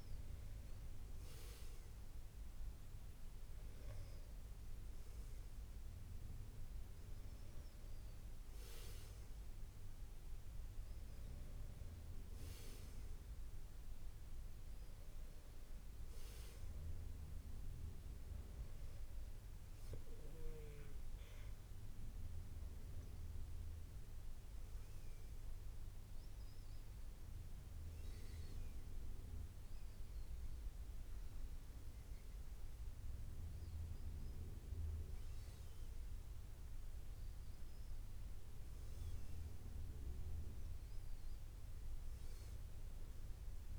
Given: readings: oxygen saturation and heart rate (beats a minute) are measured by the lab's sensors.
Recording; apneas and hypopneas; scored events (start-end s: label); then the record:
breathing in sleep, hard to hear, by a room microphone; none
none scored
From the record:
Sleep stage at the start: N2 (light sleep); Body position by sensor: on the back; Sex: male